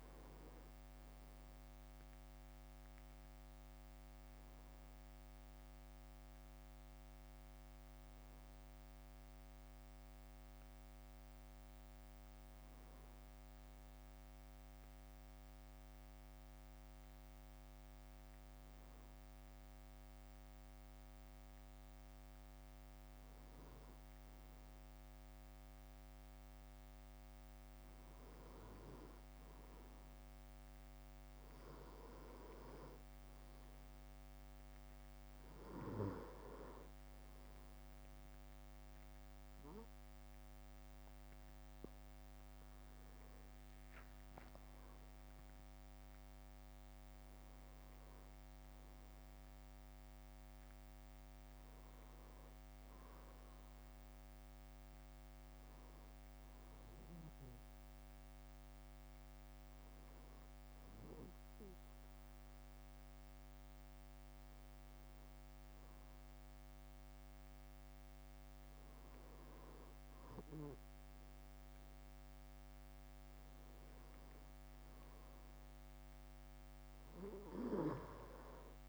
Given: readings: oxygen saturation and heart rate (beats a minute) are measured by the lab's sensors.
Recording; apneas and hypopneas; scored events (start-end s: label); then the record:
breathing in sleep by a microphone on the trachea; 2
15.00-28.50 s: hypopnea (oxygen 99% before, 96% lowest, heart rate 57 before, 55 extreme, up 2 after)
43.50-48.00 s: arousal
44.00-45.50 s: leg movement (device-marked)
44.50-56.50 s: drop in pulse transit time (device-marked, heart rate 57 before, 53 extreme)
56.50-69.50 s: hypopnea (oxygen 98% before, 96% lowest, heart rate 57 before, 55 extreme, up 1 after)
From the record:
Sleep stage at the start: N2 (light sleep); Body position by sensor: on the back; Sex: male